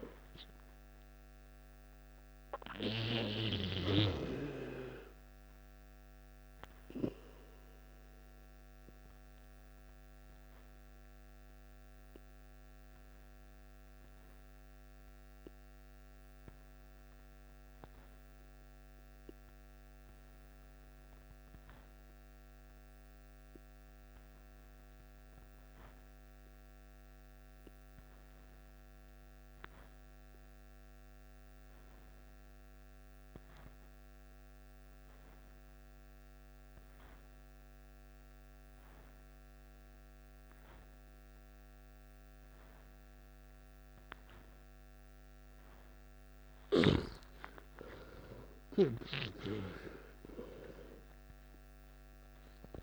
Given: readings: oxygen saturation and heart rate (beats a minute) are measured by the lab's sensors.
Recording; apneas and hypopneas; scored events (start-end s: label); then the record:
breathing in sleep by a microphone on the trachea; 1
0.00-23.50 s: oxygen desaturation (device-marked, oxygen 89% lowest, heart rate 53 extreme)
12.00-46.50 s: obstructive apnea (oxygen 96% before, 88% lowest, heart rate 64 before, 53 extreme, up 13 after)
38.50-52.82 s: oxygen desaturation (device-marked, oxygen 97% before, 88% lowest, heart rate 54 before, 53 extreme)
48.00-51.00 s: arousal
From the record:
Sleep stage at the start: N2 (light sleep); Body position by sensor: on the back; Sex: male